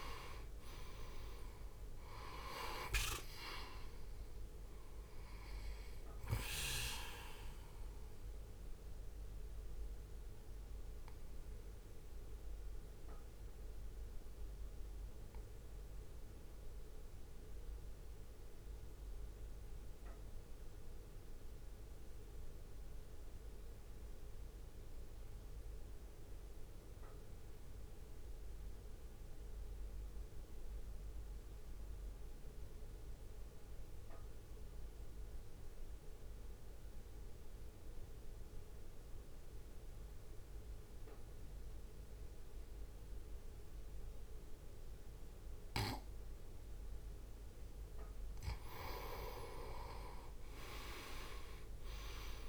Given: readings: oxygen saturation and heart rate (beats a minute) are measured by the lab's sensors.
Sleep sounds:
breathing in sleep by a room microphone; 1
0.00-9.00 s: oxygen desaturation (device-marked, oxygen 90% lowest, heart rate 50 extreme)
0.00-13.00 s: drop in pulse transit time (device-marked, heart rate 52 extreme)
8.50-47.00 s: mixed apnea (oxygen 98% before, 89% lowest, heart rate 57 before, 50 extreme, up 6 after)
18.00-29.00 s: oxygen desaturation (device-marked, oxygen 92% before, 89% lowest, heart rate 54 before, 53 extreme)
48.50-51.50 s: arousal
50.00-52.49 s: drop in pulse transit time (device-marked, heart rate 59 before, 54 extreme)
From the record:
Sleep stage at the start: N2 (light sleep); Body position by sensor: on the right side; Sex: male

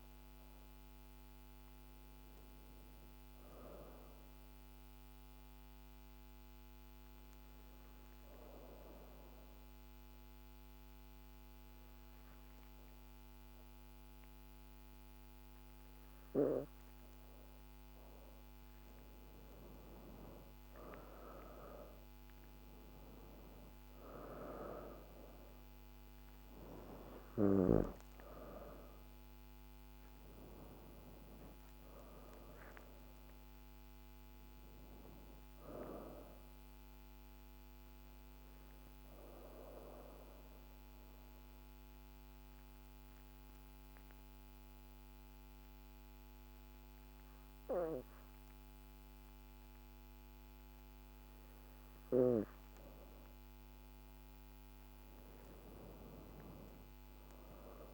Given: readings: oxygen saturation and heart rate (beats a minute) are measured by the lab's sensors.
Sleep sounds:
breathing in sleep by a microphone on the trachea; 2
0.00-3.50 s: oxygen desaturation (device-marked, oxygen 89% lowest, heart rate 50 extreme)
4.00-17.50 s: obstructive apnea (oxygen 98% before, 87% lowest, heart rate 76 before, 50 extreme, up 8 after)
19.00-24.00 s: arousal
19.50-42.50 s: oxygen desaturation (device-marked, oxygen 98% before, 87% lowest, heart rate 51 before, 51 extreme)
38.00-53.00 s: obstructive apnea (oxygen 98% before, 88% lowest, heart rate 55 before, 51 extreme, up 6 after)
53.50-57.94 s: oxygen desaturation (device-marked, oxygen 98% before, 88% lowest, heart rate 53 before, 51 extreme)
55.50-57.94 s: arousal
From the record:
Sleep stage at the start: N2 (light sleep); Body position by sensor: on the back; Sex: female

